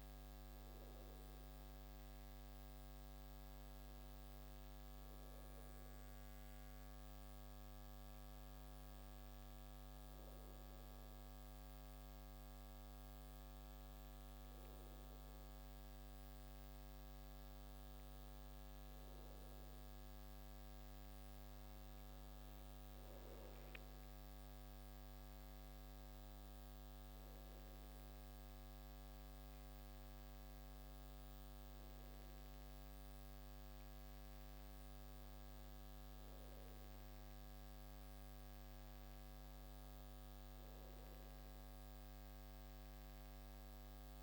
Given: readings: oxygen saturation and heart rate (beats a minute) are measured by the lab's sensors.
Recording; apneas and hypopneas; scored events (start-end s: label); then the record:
breathing in sleep, hard to hear, by a microphone on the trachea; none
none scored
From the record:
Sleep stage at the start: N2 (light sleep); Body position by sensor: on the right side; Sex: male